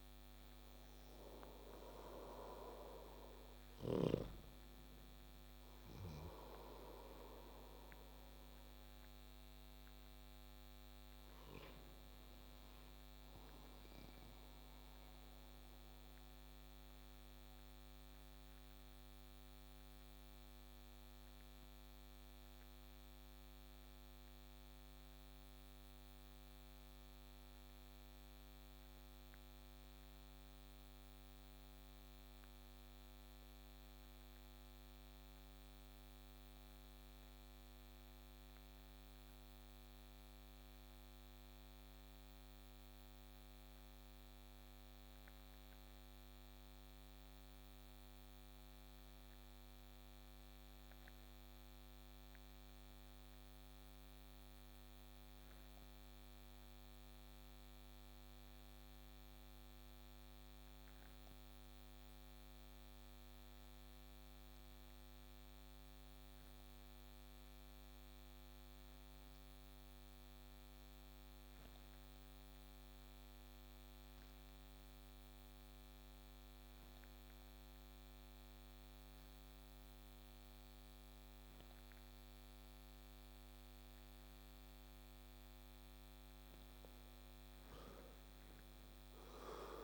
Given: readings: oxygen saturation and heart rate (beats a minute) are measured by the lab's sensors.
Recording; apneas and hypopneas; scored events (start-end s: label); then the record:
breathing in sleep, hard to hear, by a microphone on the trachea; 1
0.00-24.50 s: oxygen desaturation (device-marked, oxygen 76% lowest)
14.50-85.50 s: obstructive apnea (oxygen 85% before, 76% lowest)
48.50-89.84 s: oxygen desaturation (device-marked, oxygen 99% before, 83% lowest)
87.50-89.84 s: arousal
From the record:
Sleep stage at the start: N2 (light sleep); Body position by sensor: on the back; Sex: male